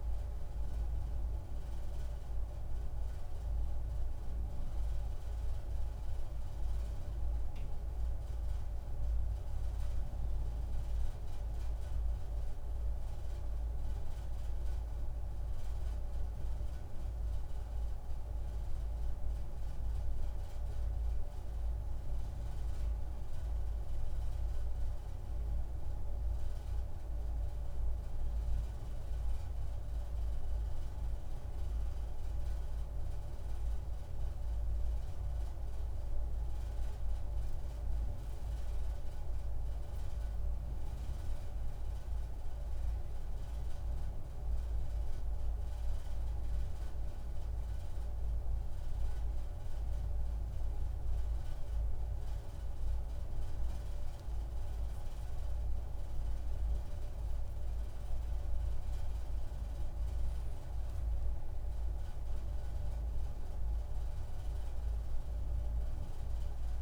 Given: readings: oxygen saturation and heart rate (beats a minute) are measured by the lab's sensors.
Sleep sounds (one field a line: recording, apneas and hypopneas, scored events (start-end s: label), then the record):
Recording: breathing in sleep, hard to hear, by a room microphone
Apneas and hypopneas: 1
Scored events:
18.00-31.50 s: hypopnea (oxygen 97% before, 96% lowest)
38.00-41.50 s: arousal
From the record:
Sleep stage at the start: N2 (light sleep)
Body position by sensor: on the back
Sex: male